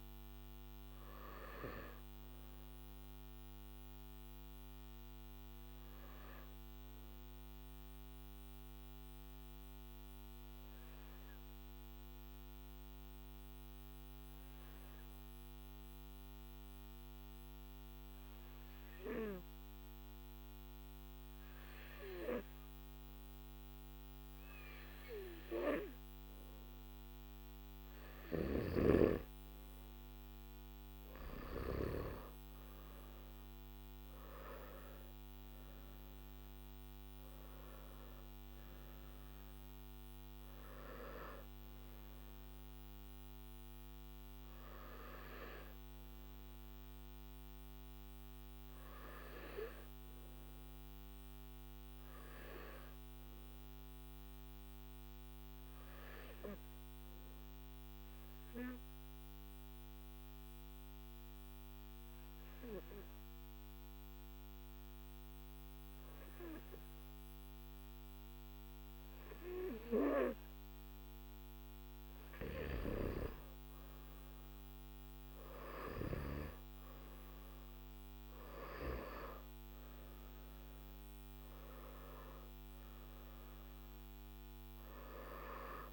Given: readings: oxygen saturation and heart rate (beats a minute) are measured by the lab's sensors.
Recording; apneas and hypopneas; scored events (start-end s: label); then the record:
breathing in sleep by a microphone on the trachea; 2
0.00-8.00 s: oxygen desaturation (device-marked, oxygen 93% lowest, heart rate 49 extreme)
5.00-26.00 s: hypopnea (oxygen 98% before, 92% lowest, heart rate 57 before, 50 extreme, up 9 after)
31.00-85.93 s: new sleep stage, N1 (lightest sleep)
33.00-52.00 s: oxygen desaturation (device-marked, oxygen 97% before, 92% lowest, heart rate 54 before, 53 extreme)
53.50-69.00 s: hypopnea (oxygen 97% before, 92% lowest, heart rate 57 before, 53 extreme, up 7 after)
73.00-85.93 s: oxygen desaturation (device-marked, oxygen 98% before, 92% lowest, heart rate 54 before, 51 extreme)
From the record:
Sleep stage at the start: N3 (deep sleep); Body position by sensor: on the back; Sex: male